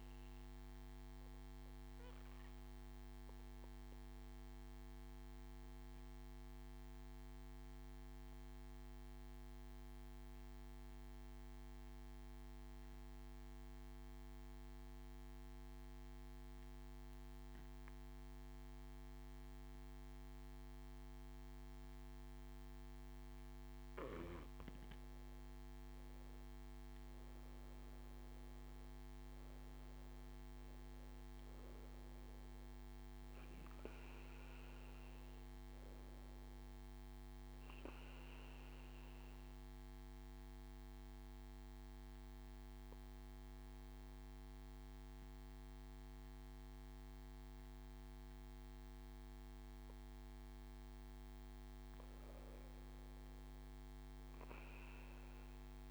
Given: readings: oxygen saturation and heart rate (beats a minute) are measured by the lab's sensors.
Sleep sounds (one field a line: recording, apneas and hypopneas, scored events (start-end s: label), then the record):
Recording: breathing in sleep, hard to hear, by a microphone on the trachea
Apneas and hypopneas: 2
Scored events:
1.00-23.00 s: obstructive apnea (oxygen 98% before, 94% lowest)
25.50-28.50 s: arousal
38.50-51.50 s: obstructive apnea (oxygen 97% before, 93% lowest)
53.50-55.91 s: arousal
From the record:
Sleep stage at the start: N2 (light sleep)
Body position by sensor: on the back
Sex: male